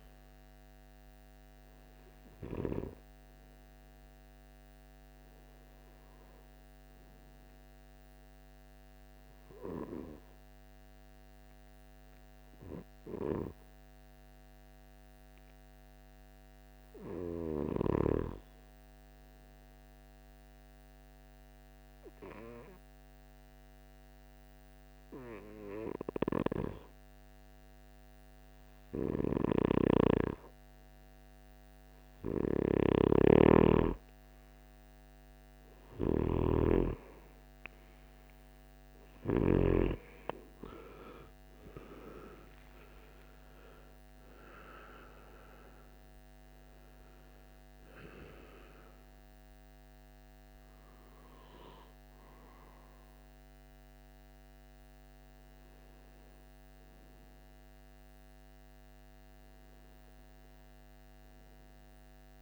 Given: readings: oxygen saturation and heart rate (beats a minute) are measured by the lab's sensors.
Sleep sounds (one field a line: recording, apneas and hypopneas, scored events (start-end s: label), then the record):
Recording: breathing in sleep by a microphone on the trachea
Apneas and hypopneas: 1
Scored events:
0.00-12.50 s: oxygen desaturation (device-marked, oxygen 89% lowest, heart rate 56 extreme)
8.00-30.00 s: hypopnea (oxygen 98% before, 89% lowest, heart rate 64 before, 56 extreme, up 11 after)
28.50-62.42 s: oxygen desaturation (device-marked, oxygen 98% before, 90% lowest, heart rate 58 before, 53 extreme)
35.00-39.00 s: snoring (device-marked)
40.50-45.00 s: arousal
From the record:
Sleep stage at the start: N2 (light sleep)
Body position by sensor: on the right side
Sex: male